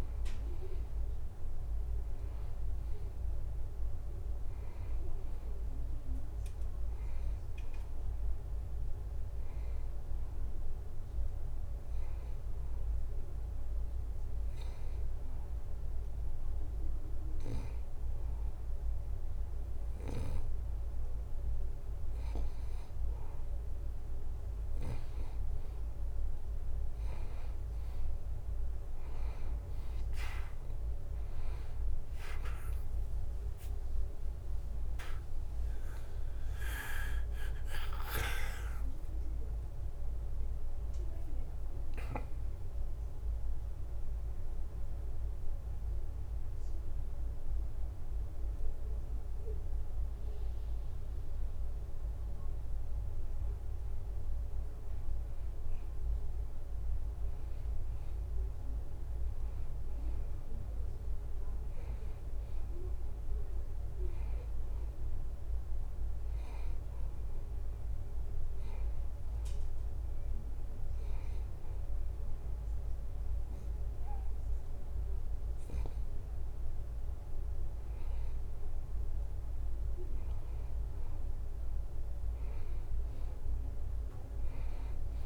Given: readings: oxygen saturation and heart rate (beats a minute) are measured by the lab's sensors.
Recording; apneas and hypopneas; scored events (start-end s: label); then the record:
breathing in sleep by a room microphone; 2
5.00-8.50 s: arousal
12.00-23.00 s: hypopnea (oxygen 93% before, 89% lowest, heart rate 83 before, 81 extreme, up 0 after)
17.50-25.50 s: snoring (device-marked)
33.00-37.00 s: arousal
34.00-42.00 s: oxygen desaturation (device-marked, oxygen 93% before, 89% lowest, heart rate 82 before, 82 extreme)
42.00-56.00 s: drop in pulse transit time (device-marked, heart rate 83 before, 87 extreme)
70.00-80.00 s: hypopnea (oxygen 94% before, 91% lowest, heart rate 85 before, 81 extreme, up 0 after)
From the record:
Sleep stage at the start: N2 (light sleep); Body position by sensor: on the back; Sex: male